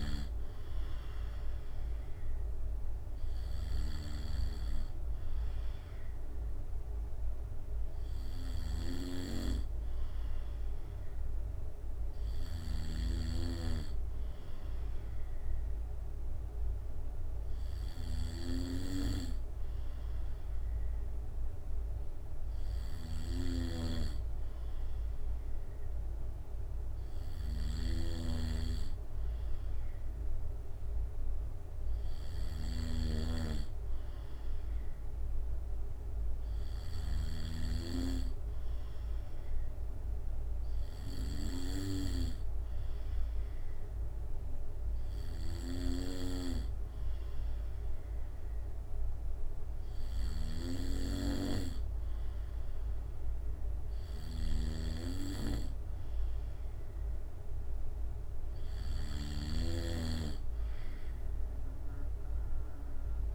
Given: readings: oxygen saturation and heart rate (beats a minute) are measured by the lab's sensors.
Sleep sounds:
breathing in sleep by a room microphone; none
23.50-38.00 s: snoring (device-marked)
54.50-63.35 s: snoring (device-marked)
From the record:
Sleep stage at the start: N2 (light sleep); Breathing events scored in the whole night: 167 in 4.0 hours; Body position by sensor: on the back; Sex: male

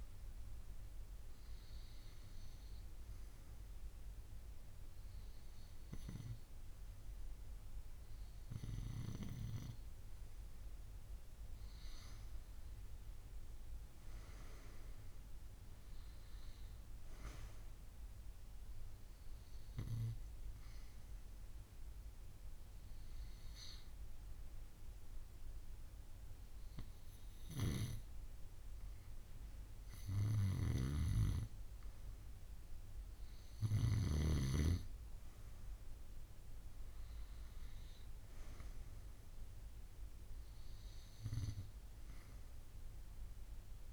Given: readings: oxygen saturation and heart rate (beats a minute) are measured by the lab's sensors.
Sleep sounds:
breathing in sleep by a room microphone; none
none scored
From the record:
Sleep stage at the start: N2 (light sleep); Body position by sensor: on the right side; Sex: female

